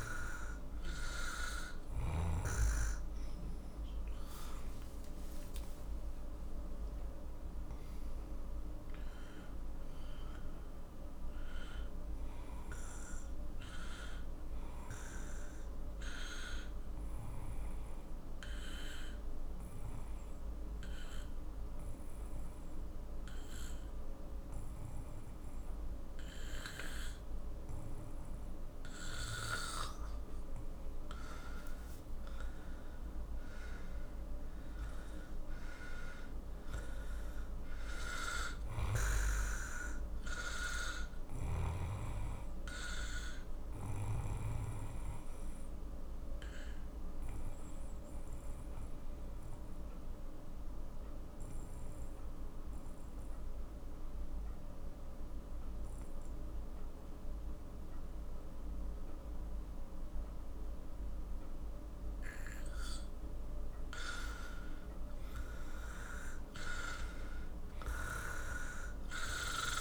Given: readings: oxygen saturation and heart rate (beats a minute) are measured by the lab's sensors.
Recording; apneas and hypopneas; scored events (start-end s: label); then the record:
breathing in sleep by a room microphone; 2
0.00-11.00 s: oxygen desaturation (device-marked, oxygen 93% lowest, heart rate 44 extreme)
5.00-8.50 s: arousal
14.00-29.00 s: obstructive apnea (oxygen 97% before, 91% lowest, heart rate 65 before, 43 extreme, up 16 after)
30.50-34.50 s: arousal
31.00-55.00 s: oxygen desaturation (device-marked, oxygen 97% before, 91% lowest, heart rate 51 before, 43 extreme)
47.00-63.00 s: obstructive apnea (oxygen 97% before, 91% lowest, heart rate 56 before, 42 extreme, up 15 after)
64.00-68.00 s: arousal
From the record:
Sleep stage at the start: N2 (light sleep); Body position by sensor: on the back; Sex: male